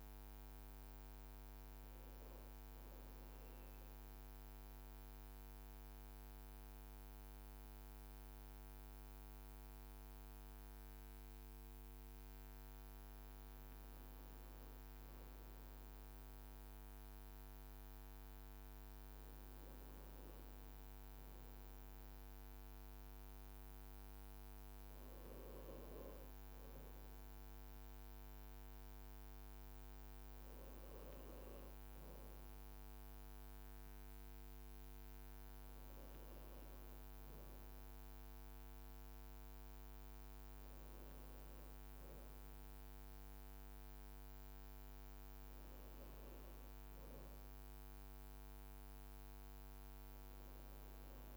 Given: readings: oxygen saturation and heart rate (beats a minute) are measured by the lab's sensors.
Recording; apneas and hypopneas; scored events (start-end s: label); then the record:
breathing in sleep, hard to hear, by a microphone on the trachea; 1
2.00-13.00 s: central apnea (oxygen 97% before, 92% lowest, heart rate 58 before, 54 extreme, up 3 after)
8.50-32.50 s: oxygen desaturation (device-marked, oxygen 96% before, 92% lowest, heart rate 57 before, 55 extreme)
15.50-19.50 s: arousal
From the record:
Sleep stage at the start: N2 (light sleep); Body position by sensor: on the back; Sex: male